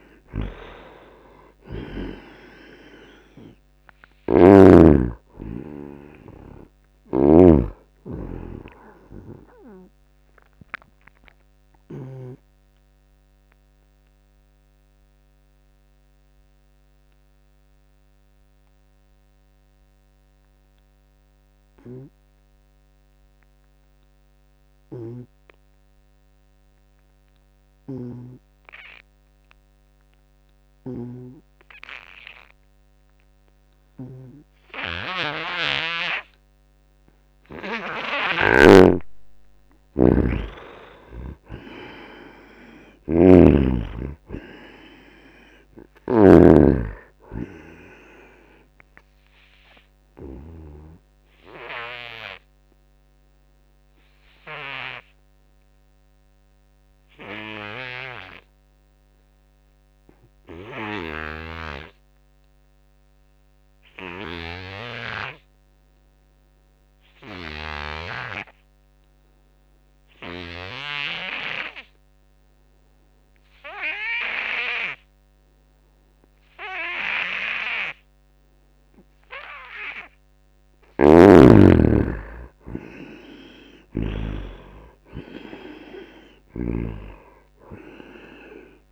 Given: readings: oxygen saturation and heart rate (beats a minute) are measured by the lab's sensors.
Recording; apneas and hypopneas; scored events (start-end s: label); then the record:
breathing in sleep by a microphone on the trachea; 2
0.00-1.50 s: arousal
0.00-2.00 s: snoring (device-marked)
0.00-18.50 s: oxygen desaturation (device-marked, oxygen 82% lowest, heart rate 80 extreme)
4.00-7.50 s: snoring (device-marked)
11.00-37.00 s: obstructive apnea (oxygen 98% before, 78% lowest, heart rate 91 before, 80 extreme, up 6 after)
27.50-31.00 s: snoring (device-marked)
33.50-61.50 s: oxygen desaturation (device-marked, oxygen 98% before, 78% lowest, heart rate 91 before, 79 extreme)
38.00-50.50 s: snoring (device-marked)
38.50-43.50 s: arousal
50.00-81.00 s: obstructive apnea (oxygen 98% before, 78% lowest, heart rate 85 before, 79 extreme, up 12 after)
73.50-88.92 s: oxygen desaturation (device-marked, oxygen 98% before, 80% lowest, heart rate 86 before, 79 extreme)
80.50-87.00 s: snoring (device-marked)
From the record:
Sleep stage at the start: N2 (light sleep); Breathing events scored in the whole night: 322 in 4.0 hours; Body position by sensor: on the back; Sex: male